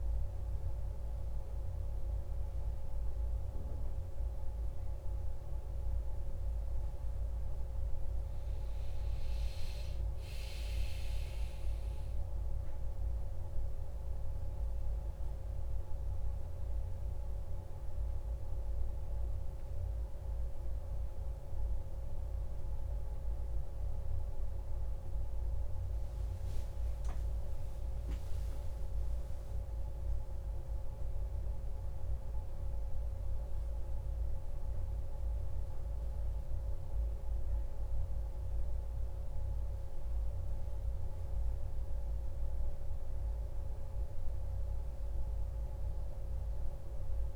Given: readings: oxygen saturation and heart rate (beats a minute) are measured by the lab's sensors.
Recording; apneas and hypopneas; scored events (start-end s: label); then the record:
a person awake in a sleep study, hard to hear, by a room microphone; none
none scored
From the record:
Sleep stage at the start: awake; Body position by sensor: on the back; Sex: male